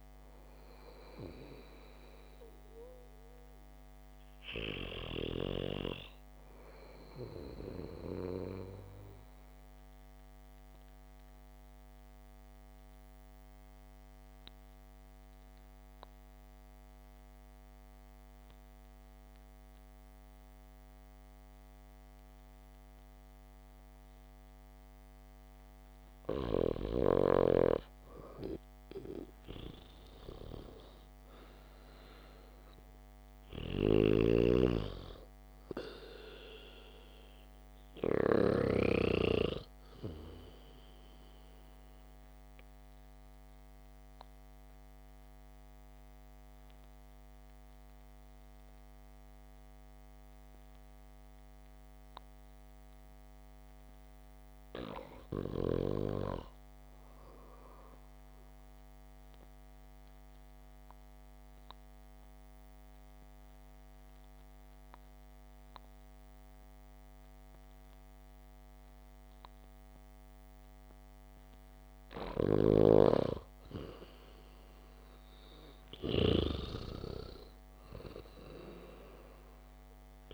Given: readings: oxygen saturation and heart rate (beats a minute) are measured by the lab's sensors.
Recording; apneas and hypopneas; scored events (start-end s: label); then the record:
breathing in sleep by a microphone on the trachea; 3
5.00-8.00 s: arousal
9.50-26.50 s: obstructive apnea (oxygen 100% before, 92% lowest, heart rate 72 before, 62 extreme, up 5 after)
26.50-55.50 s: oxygen desaturation (device-marked, oxygen 98% before, 92% lowest, heart rate 67 before, 66 extreme)
28.00-32.00 s: arousal
34.50-39.50 s: snoring (device-marked)
42.50-53.50 s: obstructive apnea (oxygen 99% before, 92% lowest, heart rate 66 before, 69 extreme, up 4 after)
55.50-58.50 s: arousal
60.50-73.00 s: obstructive apnea (oxygen 98% before, 92% lowest, heart rate 70 before, 70 extreme, up 4 after)
73.00-80.33 s: snoring (device-marked)
75.00-79.50 s: arousal
From the record:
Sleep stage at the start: REM sleep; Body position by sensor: on the back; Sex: male